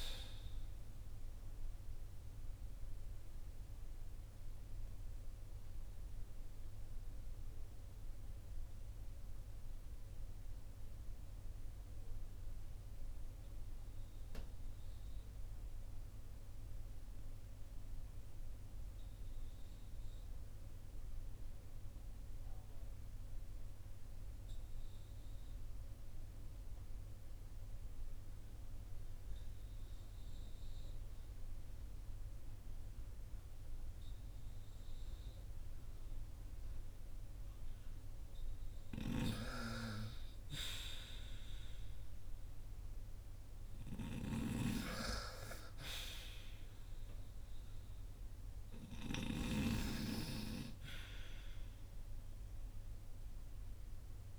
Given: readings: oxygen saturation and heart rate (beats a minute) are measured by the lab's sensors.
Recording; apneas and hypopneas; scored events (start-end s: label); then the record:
breathing in sleep by a room microphone; 1
0.00-26.50 s: oxygen desaturation (device-marked, oxygen 70% lowest, heart rate 54 extreme)
0.50-40.00 s: mixed apnea (oxygen 92% before, 70% lowest, heart rate 70 before, 47 extreme, up 4 after)
32.50-54.39 s: oxygen desaturation (device-marked, oxygen 97% before, 77% lowest, heart rate 57 before, 46 extreme)
41.50-45.00 s: arousal
From the record:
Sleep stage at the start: REM sleep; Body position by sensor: on the front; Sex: male